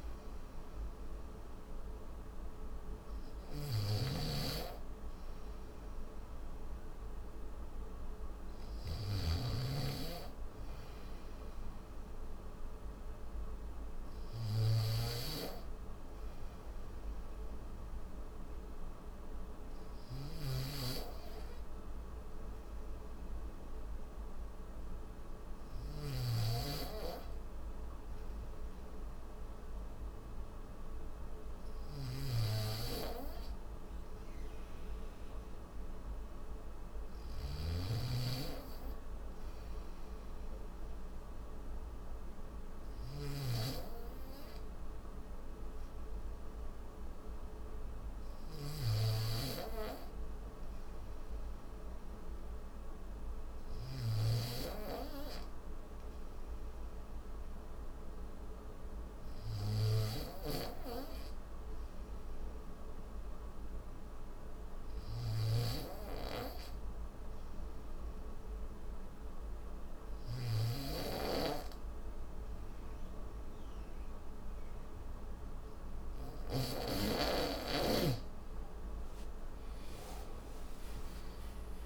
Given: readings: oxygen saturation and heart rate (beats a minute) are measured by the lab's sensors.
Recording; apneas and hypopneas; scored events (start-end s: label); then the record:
breathing in sleep by a room microphone; 2
0.00-54.00 s: snoring (device-marked)
18.50-32.00 s: hypopnea (oxygen 94% before, 89% lowest, heart rate 76 before, 75 extreme, up 3 after)
60.00-76.50 s: snoring (device-marked)
62.50-75.50 s: hypopnea (oxygen 94% before, 89% lowest, heart rate 76 before, 74 extreme, up 9 after)
From the record:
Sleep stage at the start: N3 (deep sleep); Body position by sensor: on the back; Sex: male